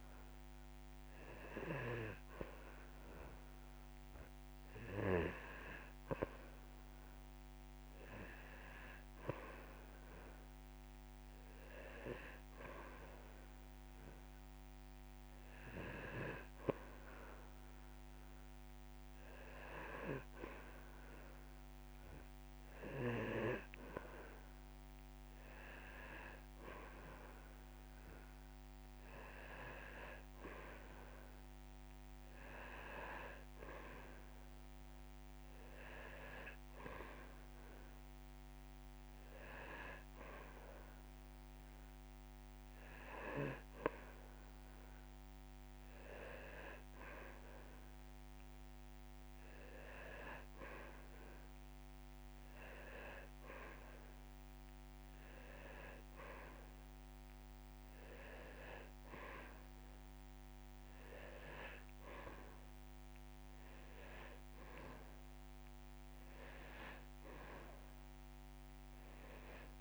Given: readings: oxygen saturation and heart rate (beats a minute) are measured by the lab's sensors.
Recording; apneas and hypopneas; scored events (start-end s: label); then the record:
breathing in sleep by a microphone on the trachea; none
none scored
From the record:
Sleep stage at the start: N2 (light sleep); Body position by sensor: on the back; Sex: male